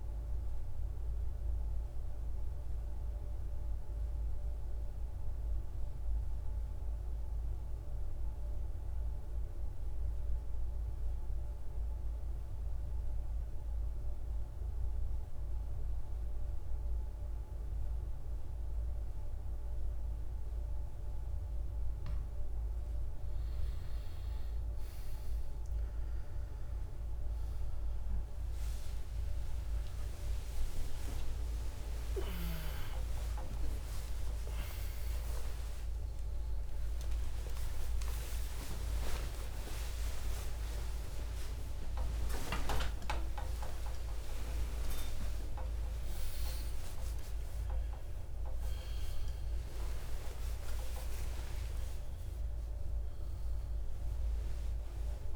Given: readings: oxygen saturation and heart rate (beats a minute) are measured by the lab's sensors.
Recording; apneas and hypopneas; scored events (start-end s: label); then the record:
a person awake in a sleep study, by a room microphone; 1
0.50-21.50 s: mixed apnea (oxygen 98% before, 85% lowest, heart rate 64 before, 53 extreme, up 24 after)
19.00-47.00 s: oxygen desaturation (device-marked, oxygen 99% before, 85% lowest, heart rate 55 before, 57 extreme)
27.00-55.36 s: new sleep stage, awake
From the record:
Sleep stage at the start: N2 (light sleep); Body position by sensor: on the back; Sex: male